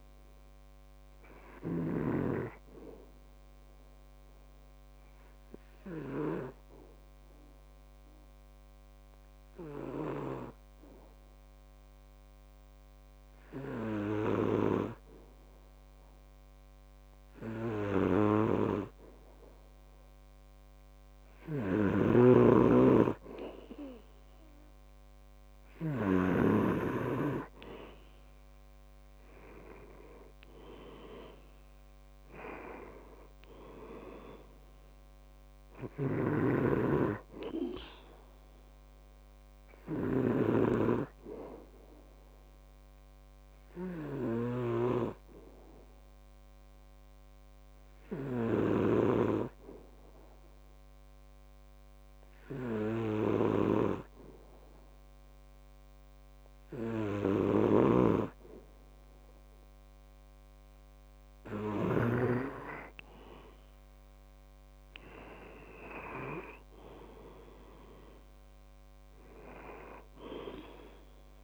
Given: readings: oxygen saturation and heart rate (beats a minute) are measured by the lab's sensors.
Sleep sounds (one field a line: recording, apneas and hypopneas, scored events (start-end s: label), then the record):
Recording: breathing in sleep by a microphone on the trachea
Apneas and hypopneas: 2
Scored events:
0.00-2.00 s: arousal
0.00-2.50 s: snoring (device-marked)
4.50-18.00 s: obstructive apnea (oxygen 95% before, 92% lowest, heart rate 74 before, 67 extreme, up 3 after)
21.50-26.50 s: snoring (device-marked)
23.00-55.00 s: oxygen desaturation (device-marked, oxygen 98% before, 92% lowest, heart rate 69 before, 66 extreme)
27.50-32.50 s: arousal
36.00-45.00 s: snoring (device-marked)
42.00-60.00 s: hypopnea (oxygen 98% before, 92% lowest, heart rate 72 before, 66 extreme, up 5 after)
53.50-62.50 s: snoring (device-marked)
63.00-67.00 s: arousal
68.00-71.44 s: oxygen desaturation (device-marked, oxygen 97% before, 93% lowest, heart rate 68 before, 66 extreme)
From the record:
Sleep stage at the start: N2 (light sleep)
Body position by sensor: on the back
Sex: male